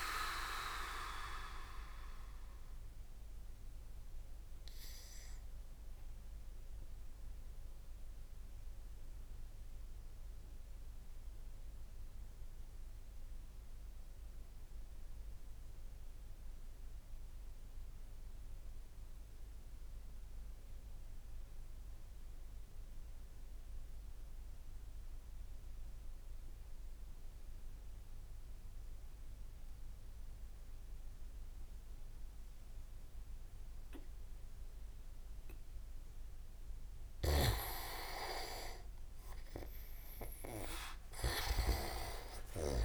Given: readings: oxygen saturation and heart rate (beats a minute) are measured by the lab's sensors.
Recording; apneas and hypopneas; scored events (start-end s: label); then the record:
breathing in sleep by a room microphone; 1
0.00-14.50 s: tachycardia (device-marked)
1.50-36.00 s: mixed apnea (oxygen 99% before, 95% lowest)
31.50-42.85 s: oxygen desaturation (device-marked, oxygen 99% before, 95% lowest)
37.00-41.50 s: snoring (device-marked)
39.00-42.50 s: arousal
41.50-42.85 s: leg movement (device-marked)
From the record:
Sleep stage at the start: N2 (light sleep); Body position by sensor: on the back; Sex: male